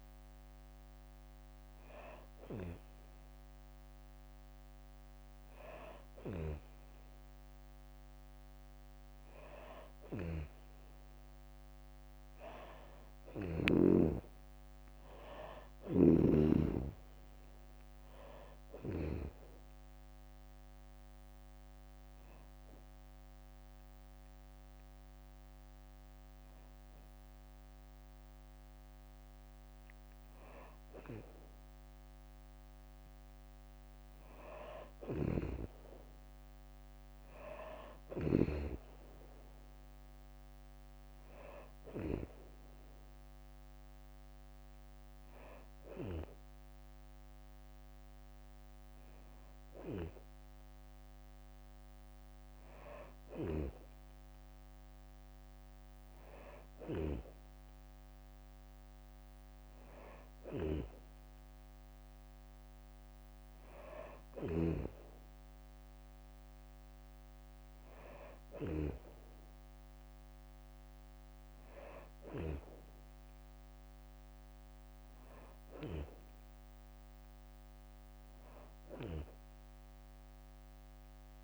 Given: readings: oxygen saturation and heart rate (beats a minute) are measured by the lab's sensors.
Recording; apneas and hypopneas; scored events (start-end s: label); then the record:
breathing in sleep by a microphone on the trachea; 1
5.50-7.50 s: long interval between heartbeats (device-marked, heart rate 76 before, 83 extreme)
9.50-13.50 s: snoring (device-marked)
14.00-17.50 s: arousal
15.50-19.00 s: snoring (device-marked)
22.00-32.50 s: hypopnea (oxygen 95% before, 93% lowest, heart rate 76 before, 64 extreme, up 5 after)
34.00-37.00 s: arousal
34.50-38.00 s: snoring (device-marked)
39.50-51.50 s: oxygen desaturation (device-marked, oxygen 96% before, 93% lowest, heart rate 67 before, 67 extreme)
53.00-68.50 s: snoring (device-marked)
From the record:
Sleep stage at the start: N2 (light sleep); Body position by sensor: on the back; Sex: female